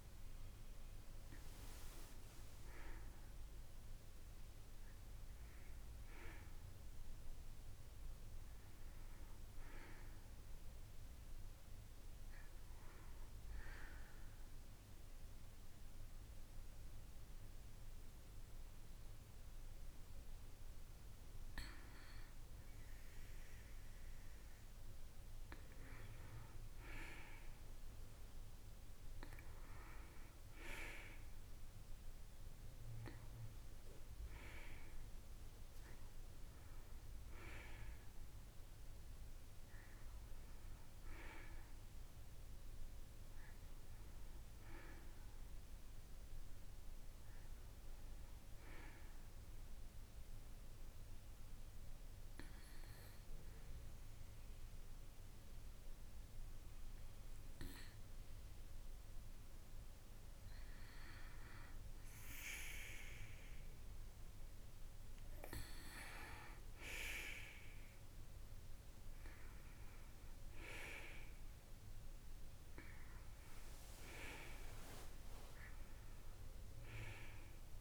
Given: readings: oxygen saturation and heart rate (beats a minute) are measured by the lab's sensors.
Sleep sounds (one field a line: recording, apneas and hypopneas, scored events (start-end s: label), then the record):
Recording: breathing in sleep by a room microphone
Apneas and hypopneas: 1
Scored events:
33.00-37.00 s: arousal
50.00-60.50 s: obstructive apnea (oxygen 97% before, 93% lowest, heart rate 54 before, 39 extreme, up 9 after)
63.50-68.00 s: arousal
From the record:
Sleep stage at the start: N2 (light sleep)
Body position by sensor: on the right side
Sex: female